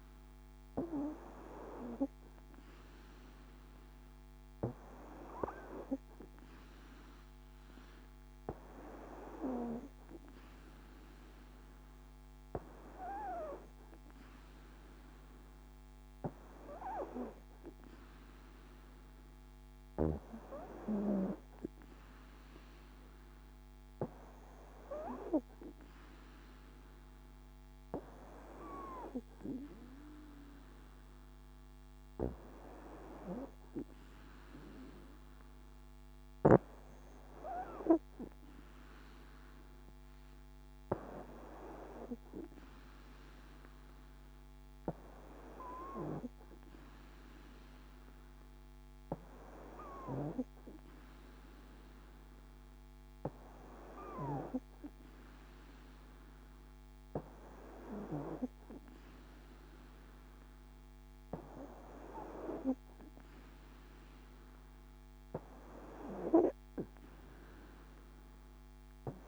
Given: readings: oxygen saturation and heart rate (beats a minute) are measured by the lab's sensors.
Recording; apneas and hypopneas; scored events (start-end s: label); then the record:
breathing in sleep by a microphone on the trachea; none
none scored
From the record:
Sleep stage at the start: N2 (light sleep); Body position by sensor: on the back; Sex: female